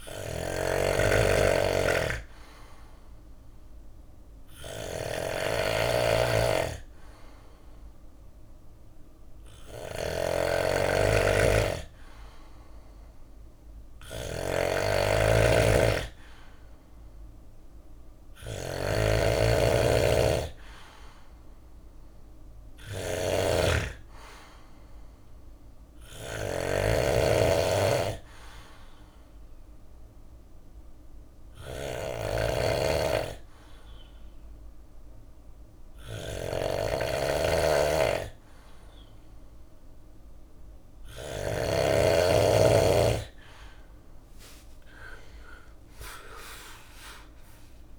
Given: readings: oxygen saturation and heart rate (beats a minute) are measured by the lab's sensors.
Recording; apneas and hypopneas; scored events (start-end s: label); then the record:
breathing in sleep by a room microphone; 2
0.00-1.00 s: oxygen desaturation (device-marked, oxygen 92% lowest, heart rate 56 extreme)
0.00-18.00 s: bradycardia (device-marked, heart rate 56 extreme)
0.00-40.50 s: snoring (device-marked)
1.00-11.00 s: obstructive apnea (oxygen 95% before, 93% lowest, heart rate 59 before, 56 extreme, up 2 after)
13.00-16.50 s: arousal
25.00-27.00 s: bradycardia (device-marked, heart rate 63 before, 60 extreme)
29.00-40.00 s: obstructive apnea (oxygen 95% before, 93% lowest, heart rate 59 before, 56 extreme, up 12 after)
34.00-40.00 s: bradycardia (device-marked, heart rate 63 before, 58 extreme)
43.00-46.00 s: arousal
44.00-47.99 s: drop in pulse transit time (device-marked, heart rate 59 before, 57 extreme)
From the record:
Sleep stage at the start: N2 (light sleep); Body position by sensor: on the back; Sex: male